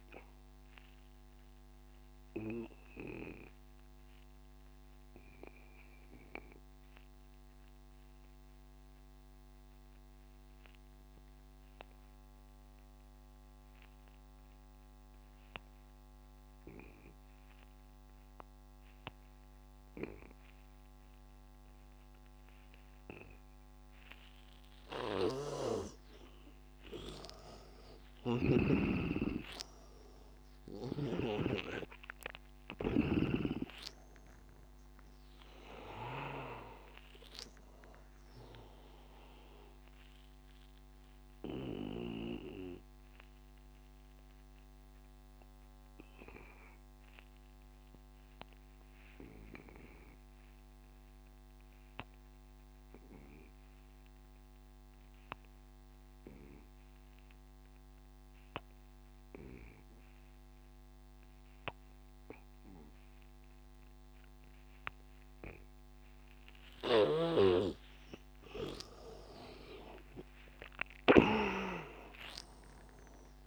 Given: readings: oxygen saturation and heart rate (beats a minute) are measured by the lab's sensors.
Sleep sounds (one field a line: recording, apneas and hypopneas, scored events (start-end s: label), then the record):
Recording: breathing in sleep by a microphone on the trachea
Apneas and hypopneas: 2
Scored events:
0.00-11.50 s: oxygen desaturation (device-marked, oxygen 80% lowest, heart rate 77 extreme)
1.00-25.50 s: obstructive apnea (oxygen 100% before, 80% lowest, heart rate 87 before, 77 extreme, up 15 after)
24.50-48.50 s: oxygen desaturation (device-marked, oxygen 100% before, 80% lowest, heart rate 82 before, 81 extreme)
25.00-29.00 s: snoring (device-marked)
28.00-32.50 s: arousal
41.50-68.50 s: obstructive apnea (oxygen 100% before, 80% lowest, heart rate 91 before, 81 extreme, up 14 after)
59.50-73.47 s: oxygen desaturation (device-marked, oxygen 100% before, 80% lowest, heart rate 92 before, 77 extreme)
67.00-71.50 s: snoring (device-marked)
70.00-73.47 s: arousal
From the record:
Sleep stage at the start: N2 (light sleep)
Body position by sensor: on the back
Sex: male